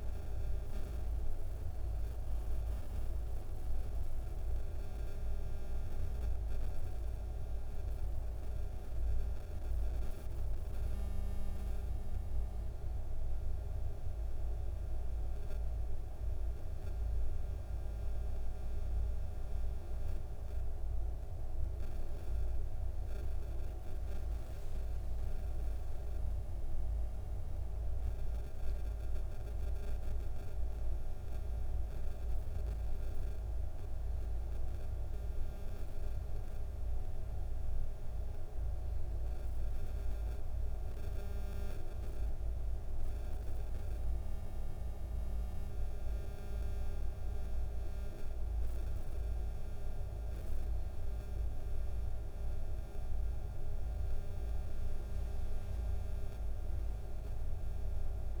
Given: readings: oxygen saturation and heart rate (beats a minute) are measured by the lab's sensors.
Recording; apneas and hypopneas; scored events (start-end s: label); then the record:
breathing in sleep, hard to hear, by a room microphone; none
35.00-37.00 s: long interval between heartbeats (device-marked, heart rate 72 before, 83 extreme)
37.00-39.00 s: long interval between heartbeats (device-marked, heart rate 74 before, 99 extreme)
56.00-58.00 s: long interval between heartbeats (device-marked, heart rate 76 before, 72 extreme)
From the record:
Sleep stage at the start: N2 (light sleep); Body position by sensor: on the back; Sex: male